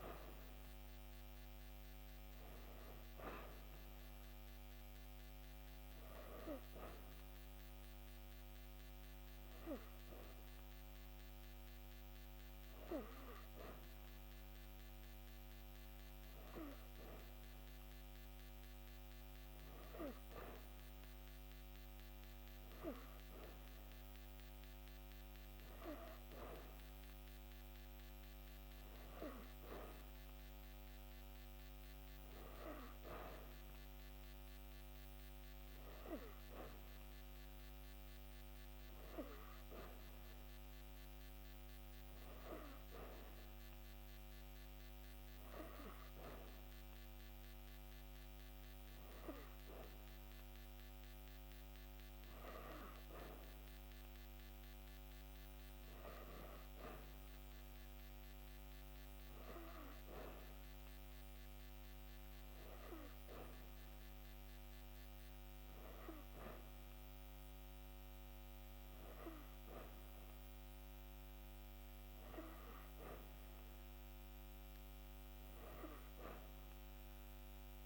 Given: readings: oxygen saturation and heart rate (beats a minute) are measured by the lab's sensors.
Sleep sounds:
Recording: breathing in sleep by a microphone on the trachea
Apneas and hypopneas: none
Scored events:
none scored
From the record:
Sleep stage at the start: N3 (deep sleep)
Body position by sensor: on the back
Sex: female

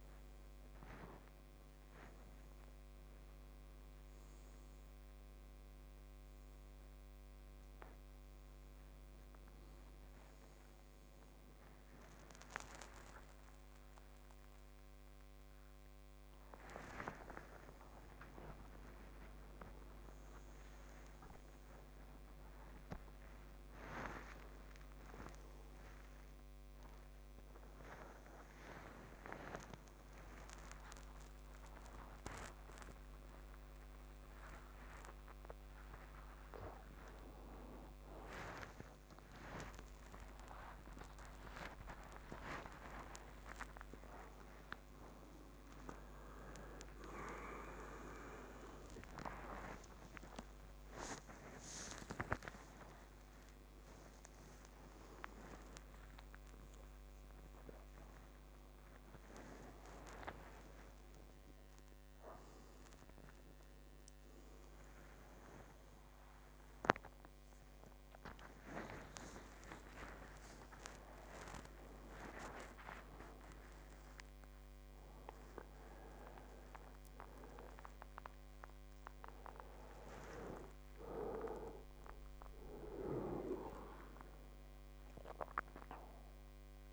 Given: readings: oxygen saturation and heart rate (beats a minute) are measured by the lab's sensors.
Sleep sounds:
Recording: a person awake in a sleep study, by a microphone on the trachea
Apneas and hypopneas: none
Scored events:
48.50-66.50 s: oxygen desaturation (device-marked, oxygen 99% before, 95% lowest, heart rate 83 before, 71 extreme)
From the record:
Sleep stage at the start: awake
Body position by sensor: on the right side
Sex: male

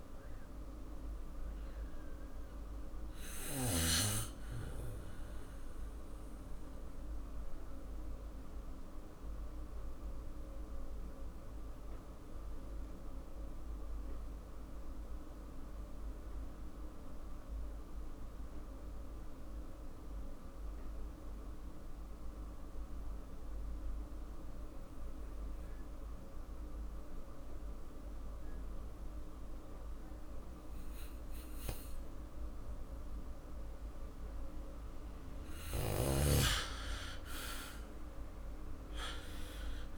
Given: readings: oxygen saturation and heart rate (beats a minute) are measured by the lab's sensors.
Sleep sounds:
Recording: breathing in sleep by a room microphone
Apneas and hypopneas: 1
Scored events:
4.00-35.00 s: mixed apnea (oxygen 98% before, 88% lowest, heart rate 54 before, 44 extreme, up 8 after)
22.00-39.98 s: oxygen desaturation (device-marked, oxygen 96% before, 88% lowest, heart rate 50 before, 43 extreme)
37.00-39.98 s: arousal
From the record:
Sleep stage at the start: N2 (light sleep)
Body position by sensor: on the back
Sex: male

